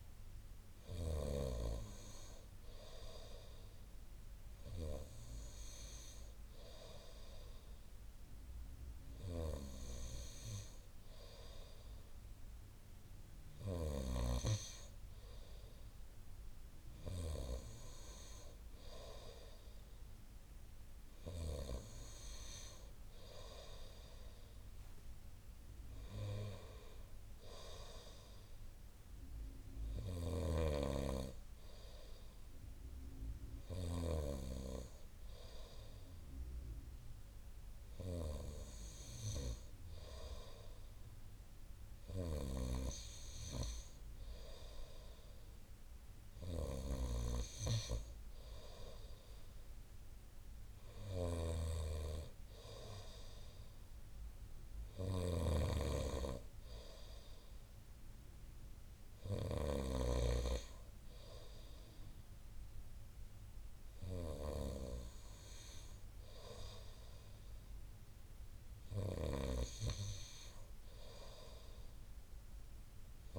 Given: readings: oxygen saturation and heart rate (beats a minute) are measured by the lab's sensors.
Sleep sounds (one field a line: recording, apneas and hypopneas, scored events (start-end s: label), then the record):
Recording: breathing in sleep by a room microphone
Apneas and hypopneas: none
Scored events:
0.00-1.50 s: snoring (device-marked)
55.00-60.00 s: snoring (device-marked)
From the record:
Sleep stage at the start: N2 (light sleep)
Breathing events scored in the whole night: 109 in 4.7 hours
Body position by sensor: on the front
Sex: male